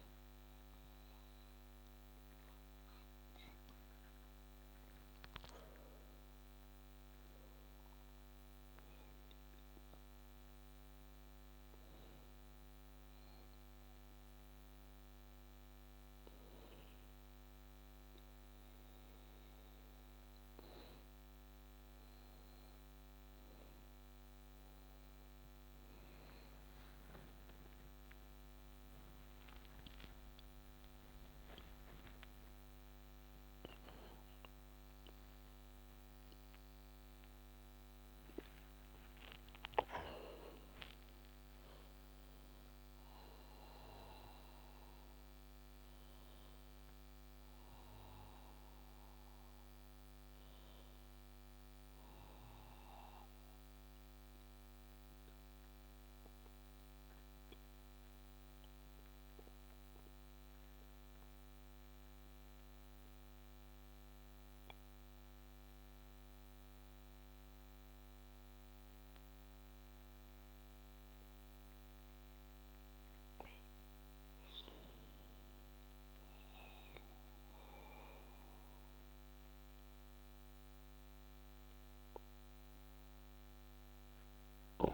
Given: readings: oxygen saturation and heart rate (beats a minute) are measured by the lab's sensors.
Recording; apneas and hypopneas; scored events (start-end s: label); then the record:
breathing in sleep, hard to hear, by a microphone on the trachea; 1
0.00-1.00 s: arousal
27.00-32.50 s: arousal
53.00-72.50 s: mixed apnea (oxygen 97% before, 95% lowest, heart rate 40 before, 33 extreme, up 5 after)
75.00-79.00 s: arousal
From the record:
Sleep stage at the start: N2 (light sleep); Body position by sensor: on the back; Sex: male